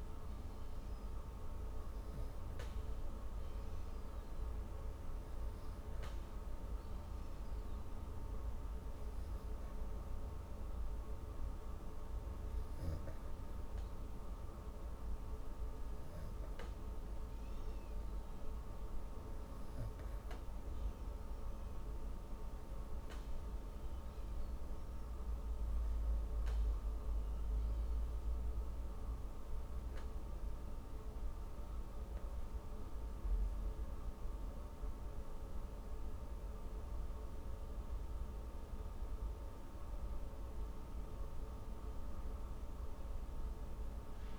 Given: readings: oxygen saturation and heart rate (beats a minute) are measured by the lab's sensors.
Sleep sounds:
breathing in sleep, hard to hear, by a room microphone; none
35.50-39.50 s: arousal
From the record:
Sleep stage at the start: N2 (light sleep); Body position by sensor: on the back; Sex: female

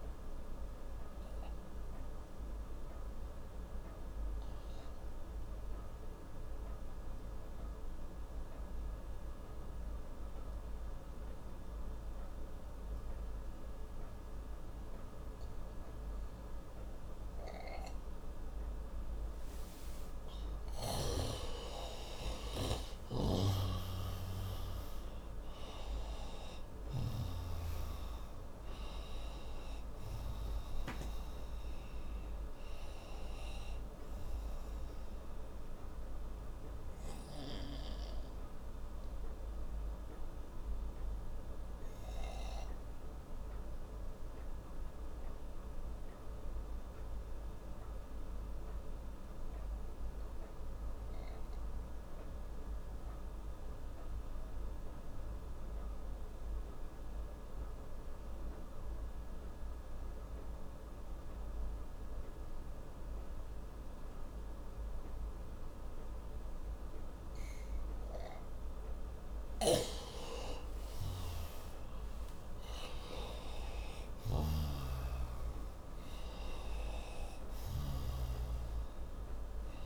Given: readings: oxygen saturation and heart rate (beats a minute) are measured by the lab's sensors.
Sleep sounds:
breathing in sleep by a room microphone; 2
0.00-23.00 s: oxygen desaturation (device-marked, oxygen 90% lowest)
1.50-19.00 s: obstructive apnea (oxygen 97% before, 89% lowest)
20.50-25.00 s: arousal
35.50-68.50 s: obstructive apnea (oxygen 94% before, 89% lowest)
41.00-54.00 s: oxygen desaturation (device-marked, oxygen 93% before, 89% lowest)
70.00-74.50 s: arousal
70.00-79.86 s: oxygen desaturation (device-marked, oxygen 98% before, 90% lowest)
From the record:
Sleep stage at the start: N2 (light sleep); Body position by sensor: on the right side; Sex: male

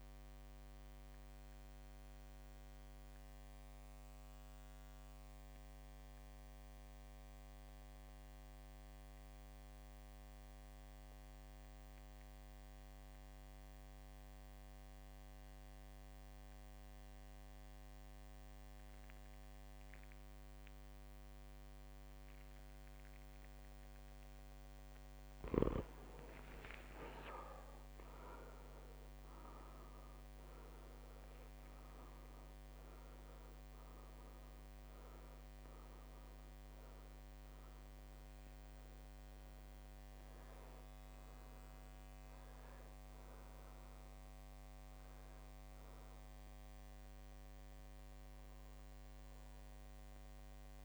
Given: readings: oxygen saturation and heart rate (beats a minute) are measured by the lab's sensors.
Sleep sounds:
breathing in sleep, hard to hear, by a microphone on the trachea; 1
0.00-8.50 s: drop in pulse transit time (device-marked, heart rate 49 extreme)
0.00-21.50 s: oxygen desaturation (device-marked, oxygen 92% lowest, heart rate 50 extreme)
1.50-25.00 s: mixed apnea (oxygen 99% before, 89% lowest, heart rate 55 before, 50 extreme, up 2 after)
27.00-31.00 s: arousal
34.50-50.84 s: oxygen desaturation (device-marked, oxygen 99% before, 89% lowest, heart rate 52 before, 50 extreme)
From the record:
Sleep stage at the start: N2 (light sleep); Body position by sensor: on the back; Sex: male

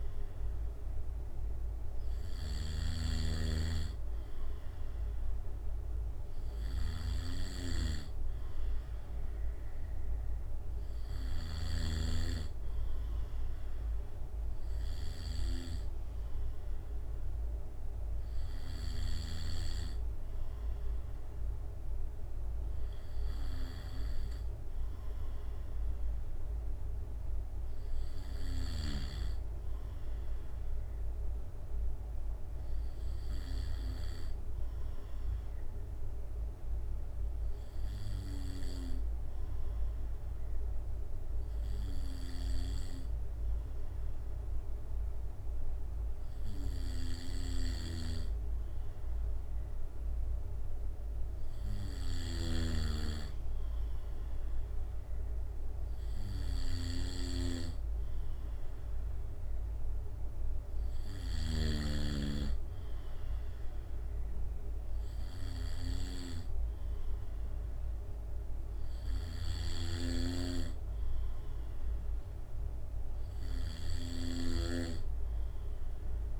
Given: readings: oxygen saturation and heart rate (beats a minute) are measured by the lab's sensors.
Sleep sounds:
breathing in sleep by a room microphone; 1
0.00-3.50 s: arousal
2.50-12.00 s: snoring (device-marked)
34.50-49.00 s: obstructive apnea (oxygen 95% before, 94% lowest, heart rate 68 before, 66 extreme, up 2 after)
49.50-53.00 s: arousal
69.50-74.50 s: snoring (device-marked)
From the record:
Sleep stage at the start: N2 (light sleep); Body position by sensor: on the back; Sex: male

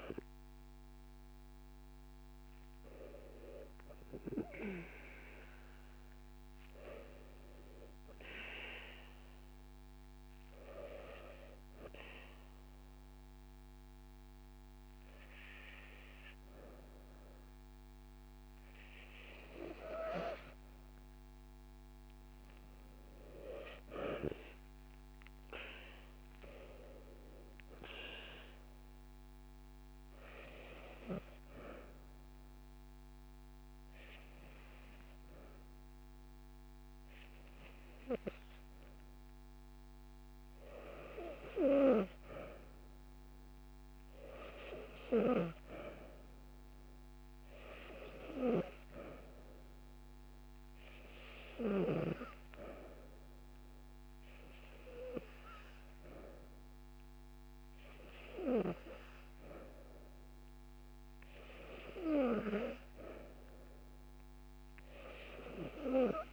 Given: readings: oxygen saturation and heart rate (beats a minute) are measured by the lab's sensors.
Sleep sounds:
breathing in sleep by a microphone on the trachea; 2
5.00-7.00 s: long interval between heartbeats (device-marked)
11.50-21.50 s: hypopnea (oxygen 97% before, 94% lowest)
15.50-17.50 s: drop in pulse transit time (device-marked)
18.50-20.50 s: long interval between heartbeats (device-marked)
21.00-23.00 s: long interval between heartbeats (device-marked)
21.50-25.50 s: drop in pulse transit time (device-marked)
23.00-26.50 s: arousal
29.00-40.50 s: hypopnea (oxygen 97% before, 94% lowest)
33.00-35.00 s: long interval between heartbeats (device-marked)
41.00-43.00 s: long interval between heartbeats (device-marked)
42.00-45.00 s: arousal
59.50-61.50 s: long interval between heartbeats (device-marked)
From the record:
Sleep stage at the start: N2 (light sleep); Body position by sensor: on the back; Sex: female

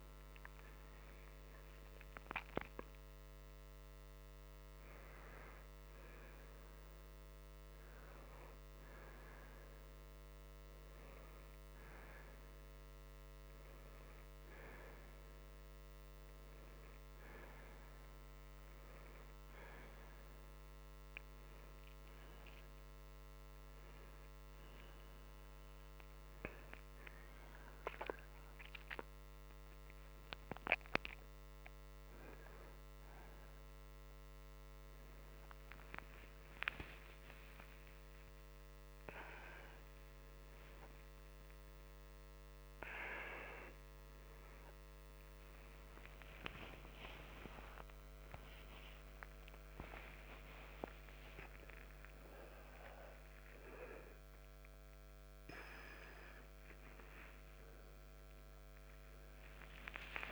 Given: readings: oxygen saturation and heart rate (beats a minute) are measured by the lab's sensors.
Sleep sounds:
a person awake in a sleep study, by a microphone on the trachea; none
none scored
From the record:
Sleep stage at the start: awake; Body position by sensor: on the right side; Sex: male

